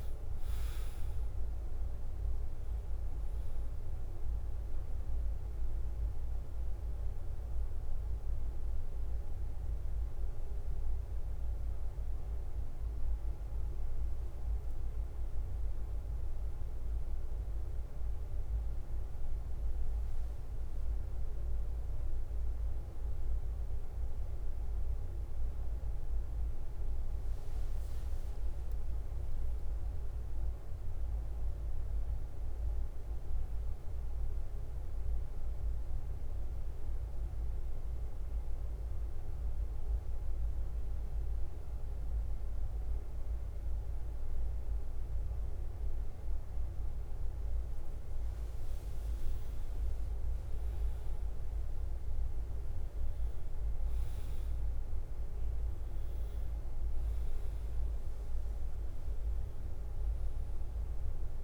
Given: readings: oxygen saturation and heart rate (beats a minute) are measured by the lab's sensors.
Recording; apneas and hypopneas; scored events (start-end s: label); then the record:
breathing in sleep, hard to hear, by a room microphone; 2
0.00-7.50 s: oxygen desaturation (device-marked, oxygen 93% lowest, heart rate 50 extreme)
0.00-61.44 s: bradycardia (device-marked, heart rate 47 extreme)
9.50-21.50 s: hypopnea (oxygen 99% before, 92% lowest, heart rate 54 before, 48 extreme, up 1 after)
21.50-61.44 s: new sleep stage, N2 (light sleep)
25.50-29.50 s: arousal
32.00-48.00 s: central apnea (oxygen 99% before, 96% lowest, heart rate 51 before, 48 extreme, up 4 after)
49.50-52.00 s: arousal
From the record:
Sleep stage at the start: N1 (lightest sleep); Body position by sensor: on the back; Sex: male